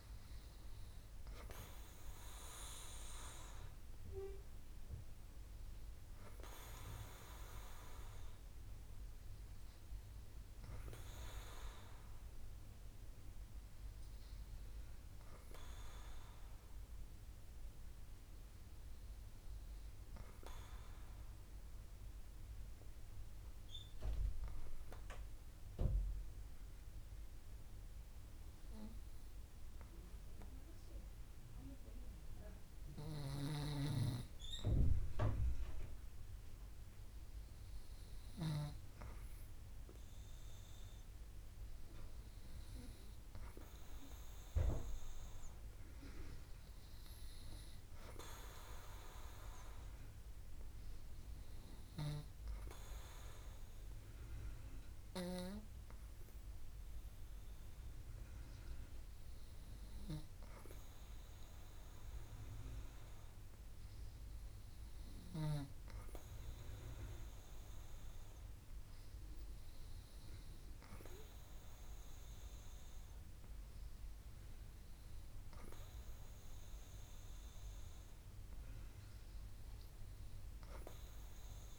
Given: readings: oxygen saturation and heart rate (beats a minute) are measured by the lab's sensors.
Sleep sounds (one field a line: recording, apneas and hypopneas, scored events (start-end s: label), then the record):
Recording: breathing in sleep by a room microphone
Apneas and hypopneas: 1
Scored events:
22.00-37.50 s: hypopnea (oxygen 98% before, 93% lowest, heart rate 65 before, 63 extreme)
39.50-43.00 s: arousal
52.50-75.50 s: oxygen desaturation (device-marked, oxygen 96% before, 93% lowest, heart rate 65 before, 60 extreme)
From the record:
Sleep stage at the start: N2 (light sleep)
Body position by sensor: on the back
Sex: female